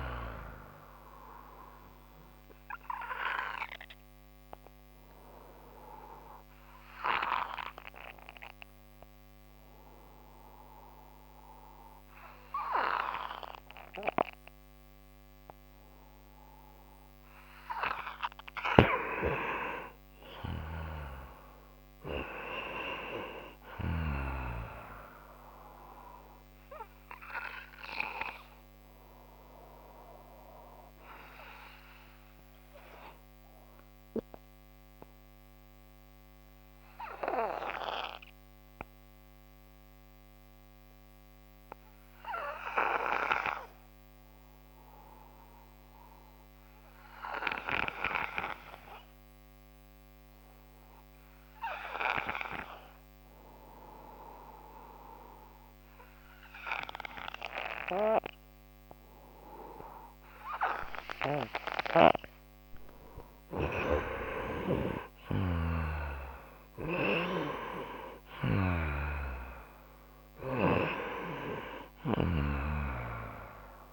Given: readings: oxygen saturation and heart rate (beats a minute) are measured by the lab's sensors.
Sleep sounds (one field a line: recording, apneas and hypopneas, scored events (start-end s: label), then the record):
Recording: breathing in sleep by a microphone on the trachea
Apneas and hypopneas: 2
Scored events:
1.00-18.00 s: obstructive apnea (oxygen 97% before, 90% lowest)
10.00-29.00 s: oxygen desaturation (device-marked, oxygen 95% before, 90% lowest)
19.50-22.50 s: arousal
27.50-61.00 s: obstructive apnea (oxygen 96% before, 87% lowest)
39.00-47.00 s: oxygen desaturation (device-marked, oxygen 94% before, 91% lowest)
60.00-73.93 s: oxygen desaturation (device-marked, oxygen 96% before, 87% lowest)
63.50-68.00 s: arousal
65.50-72.50 s: snoring (device-marked)
From the record:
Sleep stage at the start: N2 (light sleep)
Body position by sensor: on the right side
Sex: male